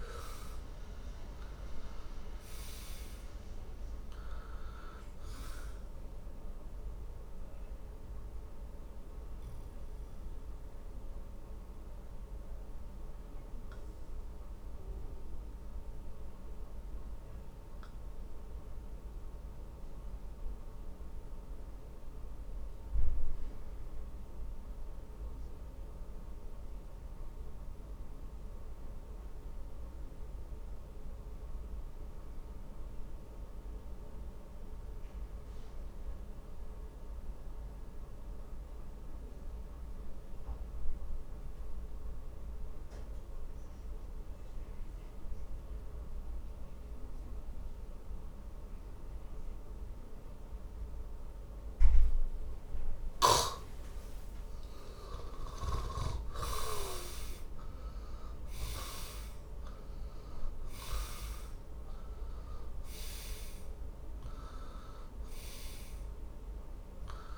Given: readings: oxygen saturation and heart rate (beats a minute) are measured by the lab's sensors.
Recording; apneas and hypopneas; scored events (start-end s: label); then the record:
breathing in sleep by a room microphone; 1
0.00-42.00 s: oxygen desaturation (device-marked, oxygen 78% lowest, heart rate 48 extreme)
10.50-53.50 s: obstructive apnea (oxygen 98% before, 72% lowest, heart rate 68 before, 48 extreme, up 26 after)
55.00-60.00 s: arousal
60.00-67.38 s: oxygen desaturation (device-marked, oxygen 98% before, 72% lowest, heart rate 53 before, 47 extreme)
From the record:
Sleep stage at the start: N2 (light sleep); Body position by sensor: on the back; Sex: male